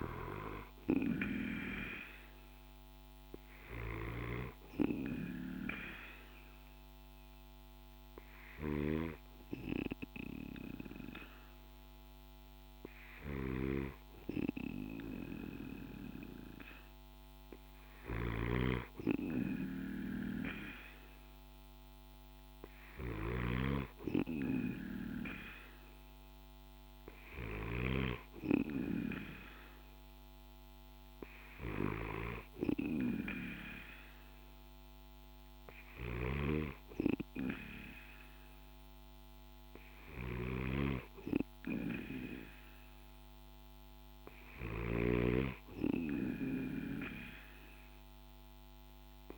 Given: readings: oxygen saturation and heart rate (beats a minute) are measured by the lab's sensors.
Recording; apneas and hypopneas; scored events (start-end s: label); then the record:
breathing in sleep by a microphone on the trachea; 1
3.00-18.00 s: hypopnea (oxygen 96% before, 90% lowest, heart rate 55 before, 54 extreme, up 1 after)
3.00-27.50 s: snoring (device-marked)
8.00-28.00 s: oxygen desaturation (device-marked, oxygen 94% before, 90% lowest, heart rate 56 before, 54 extreme)
20.00-23.00 s: arousal
35.00-49.38 s: snoring (device-marked)
From the record:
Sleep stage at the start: N2 (light sleep); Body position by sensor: on the back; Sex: male